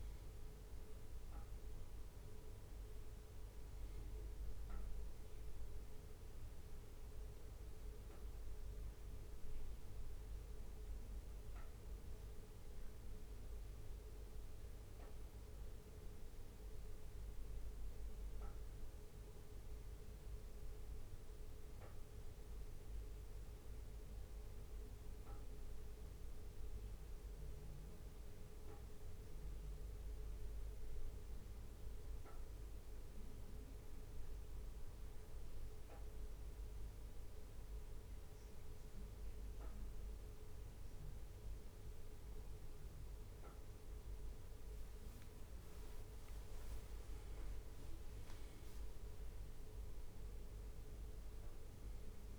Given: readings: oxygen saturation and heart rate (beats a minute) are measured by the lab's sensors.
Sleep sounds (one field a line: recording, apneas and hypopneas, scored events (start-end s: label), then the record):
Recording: breathing in sleep, hard to hear, by a room microphone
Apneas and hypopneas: none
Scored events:
47.00-48.50 s: leg movement (device-marked)
From the record:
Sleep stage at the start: N1 (lightest sleep)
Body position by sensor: on the back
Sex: male